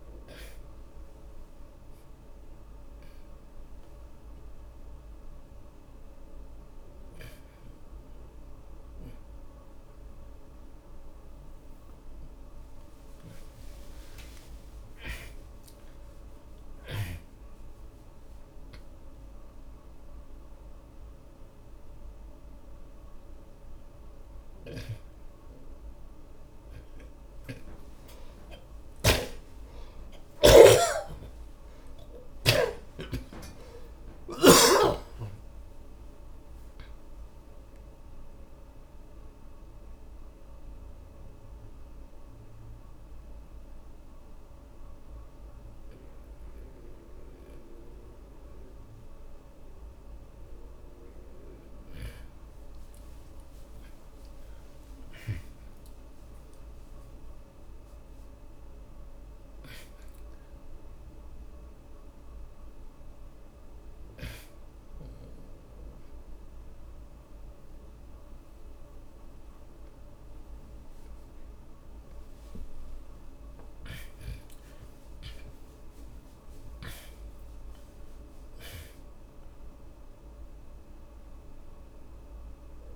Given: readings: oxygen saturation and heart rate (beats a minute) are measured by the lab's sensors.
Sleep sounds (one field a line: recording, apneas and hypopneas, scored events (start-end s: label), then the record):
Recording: breathing in sleep by a room microphone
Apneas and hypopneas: 1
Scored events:
0.00-13.00 s: oxygen desaturation (device-marked, oxygen 88% lowest, heart rate 68 extreme)
15.00-37.00 s: oxygen desaturation (device-marked, oxygen 93% before, 84% lowest, heart rate 85 before, 40 extreme)
29.00-33.00 s: snoring (device-marked)
29.50-35.00 s: arousal
39.00-50.00 s: obstructive apnea (oxygen 93% before, 84% lowest, heart rate 82 before, 40 extreme, up 18 after)
53.50-59.00 s: arousal
68.00-76.00 s: oxygen desaturation (device-marked, oxygen 98% before, 89% lowest, heart rate 56 before, 39 extreme)
From the record:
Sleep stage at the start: N2 (light sleep)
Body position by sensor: on the back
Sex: male